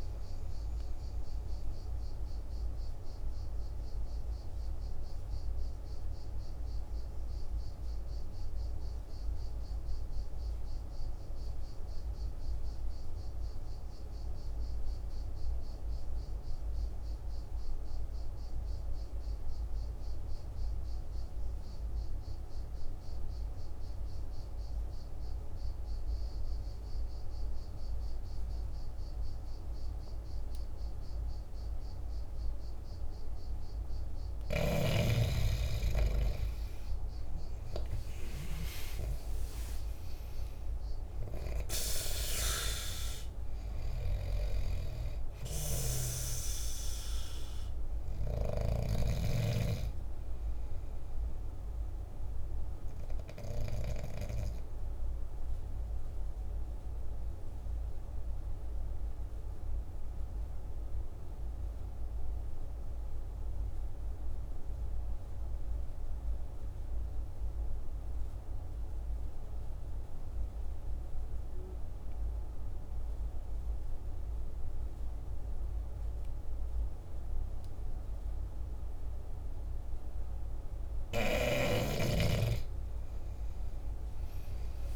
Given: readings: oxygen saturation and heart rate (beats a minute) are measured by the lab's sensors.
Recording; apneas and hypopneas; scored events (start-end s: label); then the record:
breathing in sleep by a room microphone; 2
0.00-13.50 s: oxygen desaturation (device-marked, oxygen 85% lowest, heart rate 47 extreme)
3.00-33.50 s: obstructive apnea (oxygen 99% before, 85% lowest, heart rate 55 before, 47 extreme, up 9 after)
30.50-65.50 s: oxygen desaturation (device-marked, oxygen 99% before, 85% lowest, heart rate 49 before, 48 extreme)
36.50-40.50 s: arousal
57.00-80.00 s: obstructive apnea (oxygen 97% before, 85% lowest, heart rate 54 before, 48 extreme, up 11 after)
79.50-84.96 s: oxygen desaturation (device-marked, oxygen 99% before, 86% lowest, heart rate 48 before, 48 extreme)
82.00-84.96 s: arousal
From the record:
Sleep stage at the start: N2 (light sleep); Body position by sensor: on the back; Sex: male